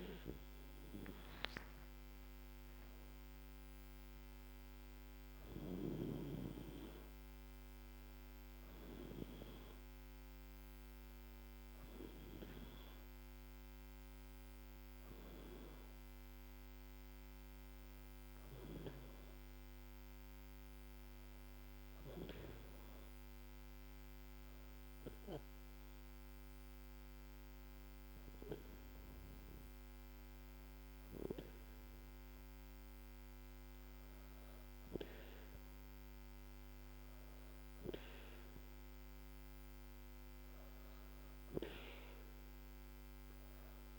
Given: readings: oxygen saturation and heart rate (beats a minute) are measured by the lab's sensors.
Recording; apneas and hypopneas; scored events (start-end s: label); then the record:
breathing in sleep by a microphone on the trachea; none
0.50-4.00 s: arousal
From the record:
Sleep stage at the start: N2 (light sleep); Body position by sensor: on the back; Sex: female